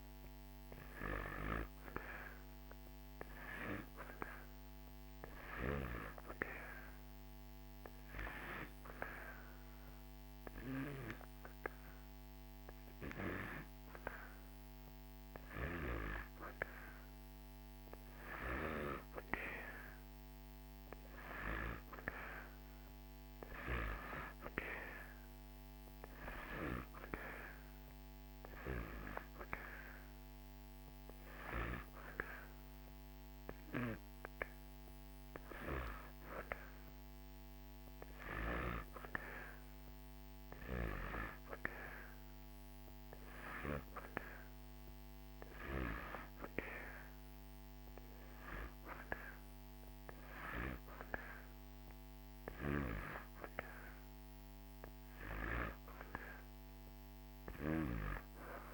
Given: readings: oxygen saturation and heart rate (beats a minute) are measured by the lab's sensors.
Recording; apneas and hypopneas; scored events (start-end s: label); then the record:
breathing in sleep by a microphone on the trachea; none
0.00-1.50 s: arousal
0.00-4.50 s: oxygen desaturation (device-marked, oxygen 86% lowest)
12.50-26.50 s: oxygen desaturation (device-marked, oxygen 91% before, 86% lowest)
From the record:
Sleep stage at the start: N2 (light sleep); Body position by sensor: on the back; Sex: male